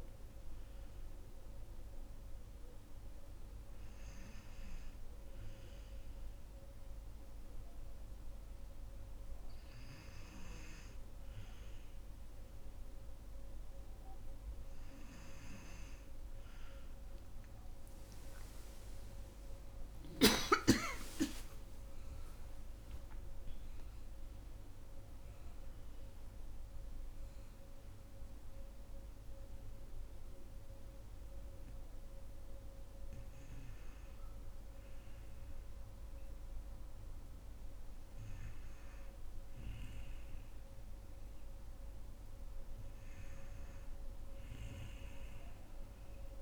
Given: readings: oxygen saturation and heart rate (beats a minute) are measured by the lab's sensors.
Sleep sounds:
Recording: breathing in sleep, hard to hear, by a room microphone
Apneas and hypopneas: none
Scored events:
18.00-22.50 s: arousal
21.50-37.50 s: oxygen desaturation (device-marked, oxygen 96% before, 92% lowest, heart rate 67 before, 59 extreme)
From the record:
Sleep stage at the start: N2 (light sleep)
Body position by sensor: on the right side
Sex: female

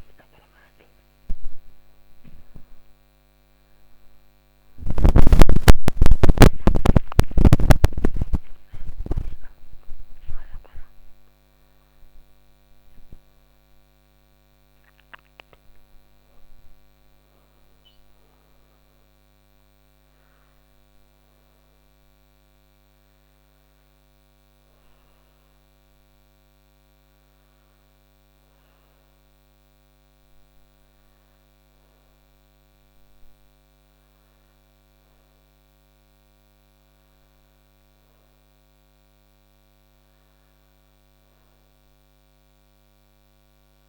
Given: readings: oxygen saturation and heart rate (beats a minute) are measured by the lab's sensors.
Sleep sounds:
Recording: a person awake in a sleep study, by a microphone on the trachea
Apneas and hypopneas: none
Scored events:
none scored
From the record:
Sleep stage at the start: awake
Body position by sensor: on the back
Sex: female

